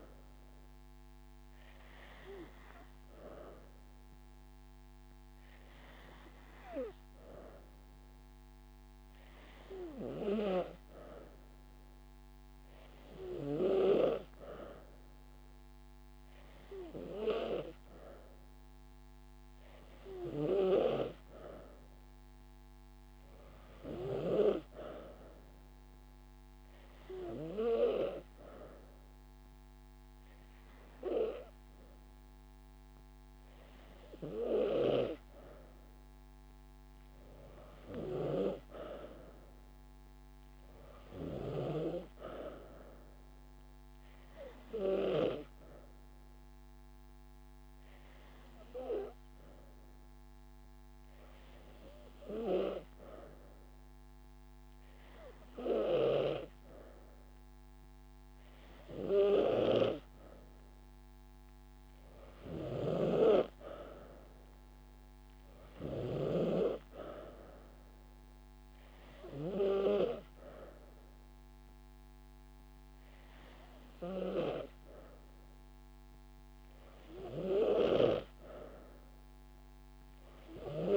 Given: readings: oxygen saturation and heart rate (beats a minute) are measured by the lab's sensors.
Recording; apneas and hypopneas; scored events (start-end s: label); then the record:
breathing in sleep by a microphone on the trachea; 1
0.00-1.50 s: drop in pulse transit time (device-marked)
4.50-6.50 s: long interval between heartbeats (device-marked)
6.50-8.50 s: long interval between heartbeats (device-marked)
31.00-33.00 s: long interval between heartbeats (device-marked)
34.50-36.50 s: long interval between heartbeats (device-marked)
35.50-39.50 s: arousal
45.50-47.50 s: long interval between heartbeats (device-marked)
46.00-59.00 s: hypopnea (oxygen 95% before, 92% lowest)
51.50-61.50 s: drop in pulse transit time (device-marked)
62.00-66.00 s: arousal
75.00-77.00 s: long interval between heartbeats (device-marked)
From the record:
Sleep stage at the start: N2 (light sleep); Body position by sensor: on the back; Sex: female